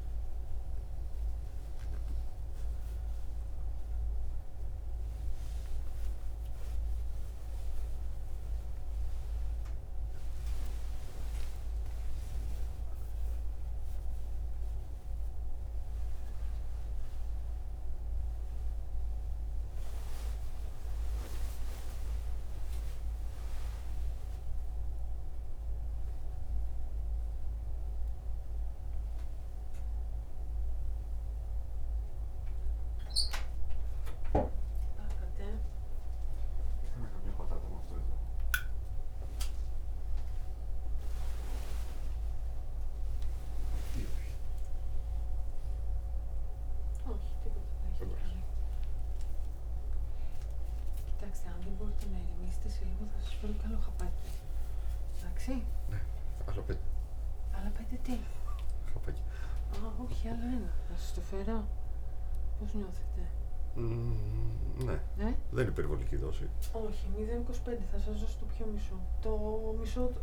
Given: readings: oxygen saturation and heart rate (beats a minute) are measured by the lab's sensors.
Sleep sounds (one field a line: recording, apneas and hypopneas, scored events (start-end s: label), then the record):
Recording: a person awake in a sleep study, by a room microphone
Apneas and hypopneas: none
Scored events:
none scored
From the record:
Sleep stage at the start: awake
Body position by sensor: on the right side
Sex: male